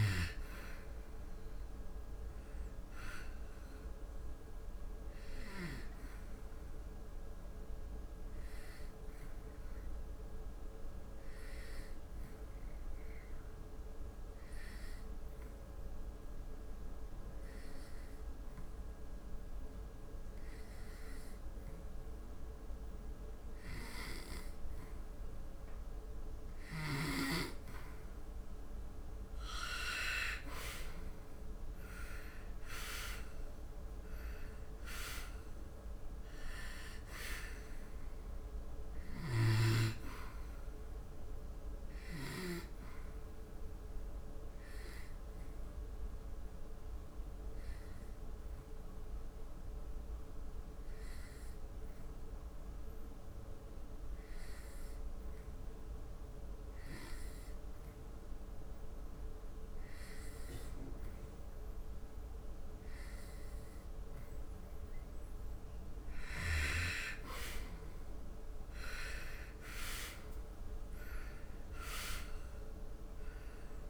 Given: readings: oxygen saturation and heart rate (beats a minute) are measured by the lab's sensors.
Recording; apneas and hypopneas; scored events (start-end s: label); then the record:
breathing in sleep by a room microphone; 2
0.00-11.50 s: oxygen desaturation (device-marked, oxygen 88% lowest, heart rate 70 extreme)
4.50-24.50 s: obstructive apnea (oxygen 97% before, 87% lowest, heart rate 77 before, 70 extreme, up 0 after)
25.50-54.50 s: oxygen desaturation (device-marked, oxygen 98% before, 88% lowest, heart rate 75 before, 71 extreme)
30.00-35.00 s: arousal
42.00-63.00 s: obstructive apnea (oxygen 98% before, 87% lowest, heart rate 75 before, 71 extreme, up 5 after)
62.50-73.90 s: oxygen desaturation (device-marked, oxygen 98% before, 87% lowest, heart rate 73 before, 73 extreme)
67.00-72.00 s: arousal
From the record:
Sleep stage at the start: N2 (light sleep); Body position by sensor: on the back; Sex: male